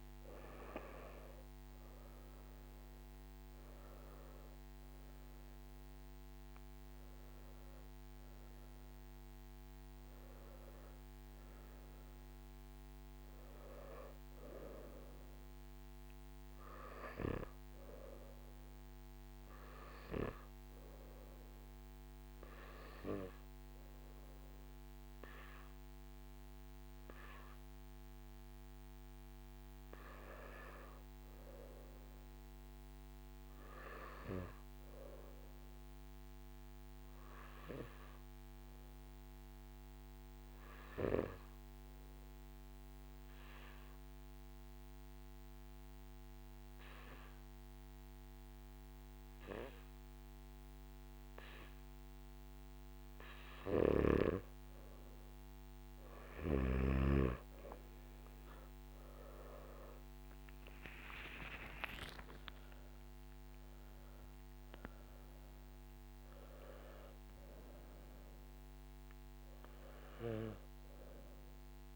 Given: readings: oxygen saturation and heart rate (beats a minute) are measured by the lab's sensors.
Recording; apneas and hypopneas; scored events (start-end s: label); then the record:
breathing in sleep by a microphone on the trachea; 1
33.50-54.00 s: obstructive apnea (oxygen 98% before, 91% lowest, heart rate 55 before, 50 extreme, up 19 after)
53.50-71.96 s: oxygen desaturation (device-marked, oxygen 97% before, 91% lowest, heart rate 53 before, 54 extreme)
From the record:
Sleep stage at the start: N2 (light sleep); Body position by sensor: on the back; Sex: male